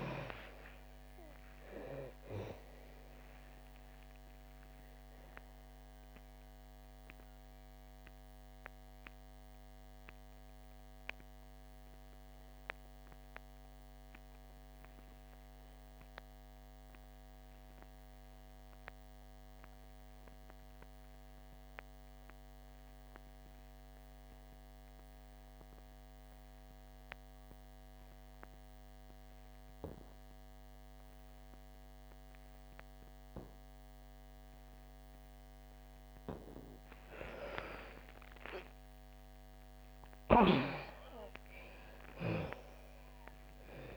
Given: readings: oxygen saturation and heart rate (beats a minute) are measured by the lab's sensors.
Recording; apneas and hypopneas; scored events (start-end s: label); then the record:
breathing in sleep by a microphone on the trachea; 1
0.00-24.50 s: oxygen desaturation (device-marked, oxygen 70% lowest, heart rate 59 extreme)
4.50-37.00 s: mixed apnea (oxygen 97% before, 67% lowest, heart rate 78 before, 59 extreme, up 50 after)
26.50-43.97 s: oxygen desaturation (device-marked, oxygen 98% before, 67% lowest, heart rate 65 before, 60 extreme)
38.00-42.00 s: arousal
From the record:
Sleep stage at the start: N2 (light sleep); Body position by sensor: on the back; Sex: female